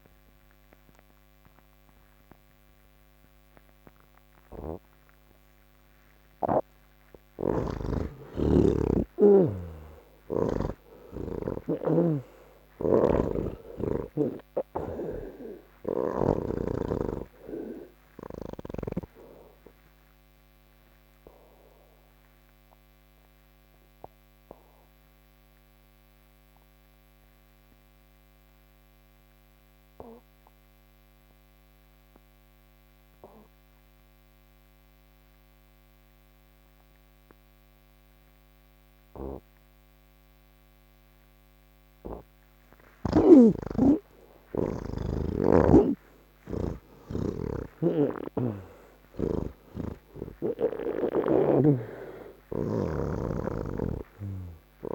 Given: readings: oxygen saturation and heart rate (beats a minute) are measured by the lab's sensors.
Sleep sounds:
breathing in sleep by a microphone on the trachea; none
0.00-39.00 s: oxygen desaturation (device-marked, oxygen 66% lowest, heart rate 70 extreme)
7.00-10.50 s: snoring (device-marked)
12.50-16.00 s: snoring (device-marked)
47.50-51.50 s: snoring (device-marked)
53.50-54.95 s: snoring (device-marked)
From the record:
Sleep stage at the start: N3 (deep sleep); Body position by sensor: on the back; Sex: male

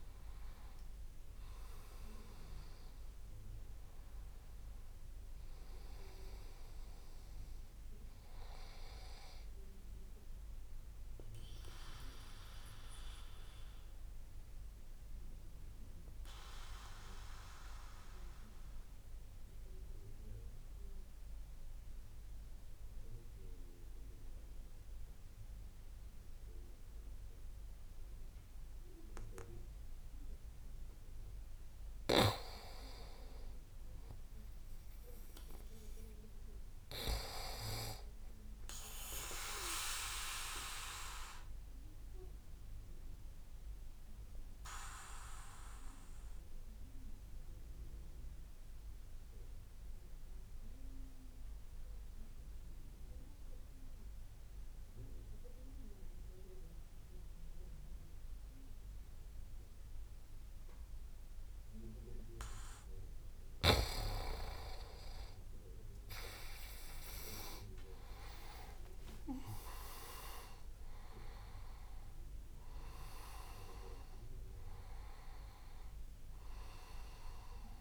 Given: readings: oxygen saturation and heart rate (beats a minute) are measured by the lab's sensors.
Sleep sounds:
breathing in sleep by a room microphone; 2
0.00-26.00 s: oxygen desaturation (device-marked, oxygen 98% before, 92% lowest)
12.50-30.50 s: obstructive apnea (oxygen 98% before, 89% lowest)
32.50-36.00 s: arousal
37.00-55.00 s: oxygen desaturation (device-marked, oxygen 98% before, 94% lowest)
41.00-62.50 s: obstructive apnea (oxygen 98% before, 89% lowest)
65.00-69.50 s: arousal
67.50-71.00 s: leg movement (device-marked)
68.00-77.81 s: oxygen desaturation (device-marked, oxygen 96% before, 89% lowest)
From the record:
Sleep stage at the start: N2 (light sleep); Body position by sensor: on the back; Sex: male

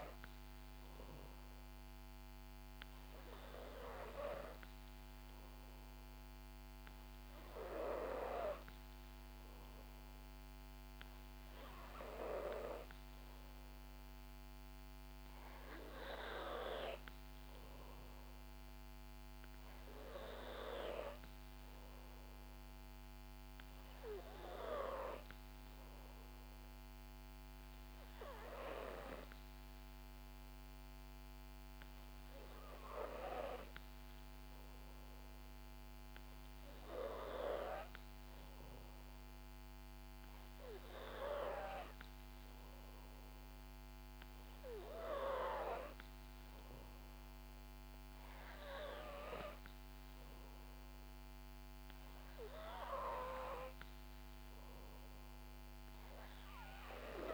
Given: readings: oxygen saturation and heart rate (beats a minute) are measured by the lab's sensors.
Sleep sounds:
breathing in sleep by a microphone on the trachea; none
none scored
From the record:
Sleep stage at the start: N2 (light sleep); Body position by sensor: on the back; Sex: female

